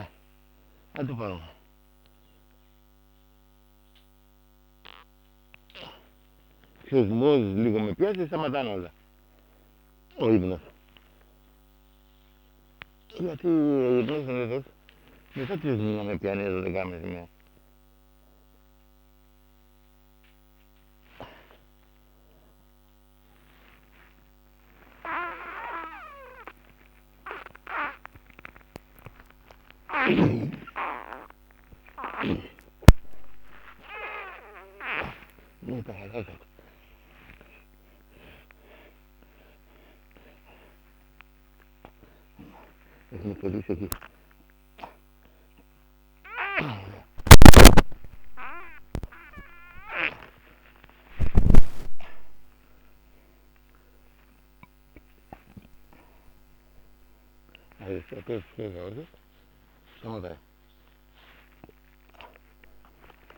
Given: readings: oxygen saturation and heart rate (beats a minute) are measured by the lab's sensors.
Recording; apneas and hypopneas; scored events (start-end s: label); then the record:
a person awake in a sleep study, by a microphone on the trachea; none
0.00-13.50 s: snoring (device-marked)
0.00-15.50 s: oxygen desaturation (device-marked, oxygen 86% lowest, heart rate 68 extreme)
30.00-36.00 s: snoring (device-marked)
42.50-56.50 s: oxygen desaturation (device-marked, oxygen 92% before, 83% lowest)
From the record:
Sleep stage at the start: awake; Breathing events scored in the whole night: 607 in 6.2 hours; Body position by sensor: on the back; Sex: male